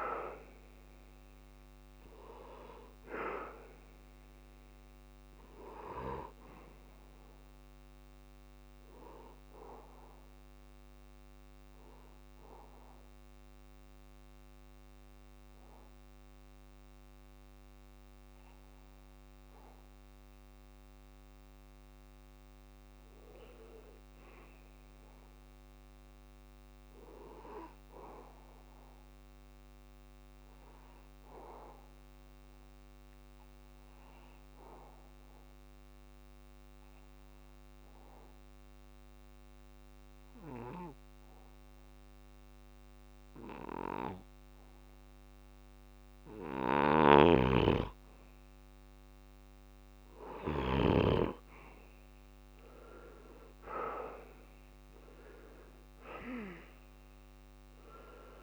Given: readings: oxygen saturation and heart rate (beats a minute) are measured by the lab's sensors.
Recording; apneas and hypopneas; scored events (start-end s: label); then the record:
breathing in sleep by a microphone on the trachea; 2
0.00-17.50 s: oxygen desaturation (device-marked, oxygen 84% lowest)
11.50-23.00 s: central apnea (oxygen 97% before, 85% lowest)
24.50-28.00 s: arousal
33.00-46.50 s: central apnea (oxygen 99% before, 85% lowest)
34.50-58.43 s: oxygen desaturation (device-marked, oxygen 98% before, 85% lowest)
54.50-58.43 s: arousal
From the record:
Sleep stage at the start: N2 (light sleep); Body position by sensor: on the back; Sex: male